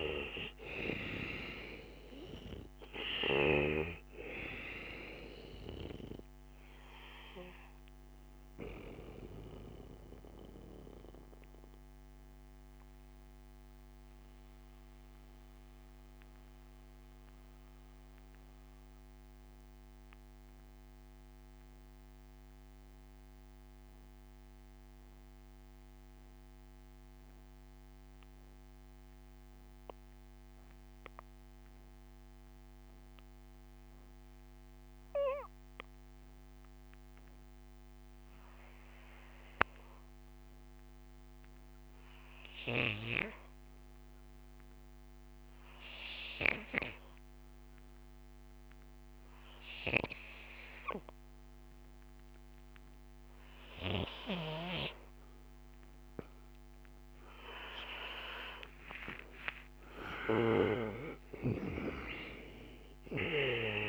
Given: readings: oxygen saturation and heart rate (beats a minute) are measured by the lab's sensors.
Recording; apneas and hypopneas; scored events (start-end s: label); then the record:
breathing in sleep by a microphone on the trachea; 1
0.00-29.00 s: oxygen desaturation (device-marked, oxygen 80% lowest, heart rate 56 extreme)
11.00-58.00 s: mixed apnea (oxygen 97% before, 77% lowest, heart rate 63 before, 56 extreme, up 10 after)
43.00-63.89 s: oxygen desaturation (device-marked, oxygen 98% before, 77% lowest, heart rate 68 before, 56 extreme)
59.00-63.89 s: arousal
From the record:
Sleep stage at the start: N2 (light sleep); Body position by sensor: on the back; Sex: male